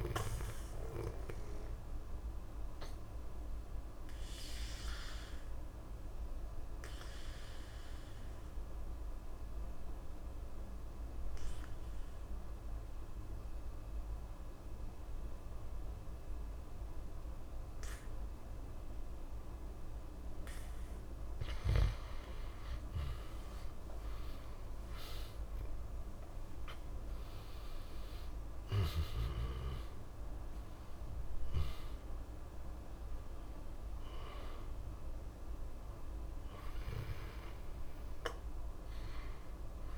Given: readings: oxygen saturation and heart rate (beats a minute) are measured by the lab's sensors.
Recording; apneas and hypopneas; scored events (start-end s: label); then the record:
breathing in sleep by a room microphone; 1
0.00-8.00 s: oxygen desaturation (device-marked, oxygen 90% lowest, heart rate 59 extreme)
1.50-20.50 s: obstructive apnea (oxygen 96% before, 85% lowest, heart rate 62 before, 59 extreme, up 1 after)
19.00-39.97 s: oxygen desaturation (device-marked, oxygen 96% before, 85% lowest, heart rate 60 before, 59 extreme)
22.50-26.50 s: arousal
From the record:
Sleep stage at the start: N2 (light sleep); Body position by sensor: on the back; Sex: male